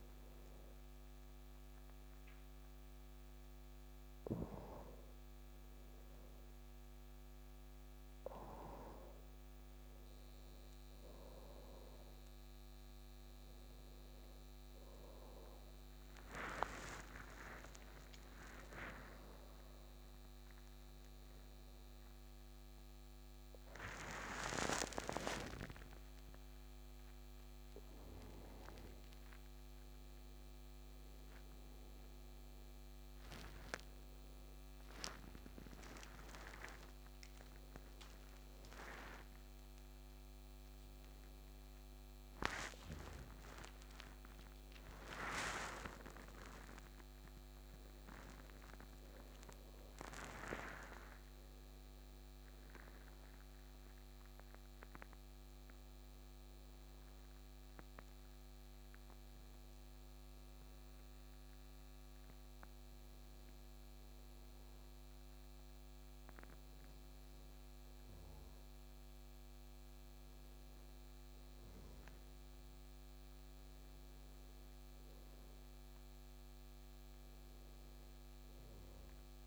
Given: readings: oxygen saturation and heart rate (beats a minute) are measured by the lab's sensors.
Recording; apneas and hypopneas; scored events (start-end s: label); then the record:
breathing in sleep by a microphone on the trachea; none
24.00-30.00 s: arousal
From the record:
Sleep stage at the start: N2 (light sleep); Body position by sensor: on the back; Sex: male